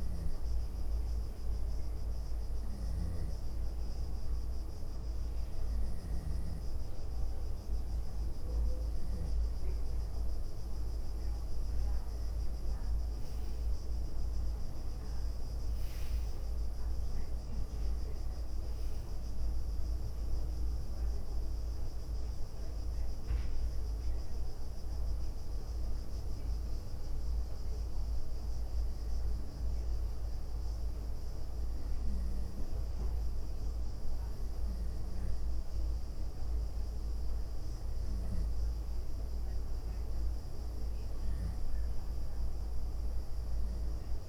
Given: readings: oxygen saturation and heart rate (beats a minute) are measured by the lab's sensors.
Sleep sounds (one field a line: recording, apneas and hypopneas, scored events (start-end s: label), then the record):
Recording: breathing in sleep, hard to hear, by a room microphone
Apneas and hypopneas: none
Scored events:
3.00-6.50 s: snoring (device-marked)
31.00-33.50 s: leg movement (device-marked)
34.00-36.00 s: leg movement (device-marked)
37.50-39.00 s: leg movement (device-marked)
40.50-42.50 s: leg movement (device-marked)
From the record:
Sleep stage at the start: N2 (light sleep)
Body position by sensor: on the right side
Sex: female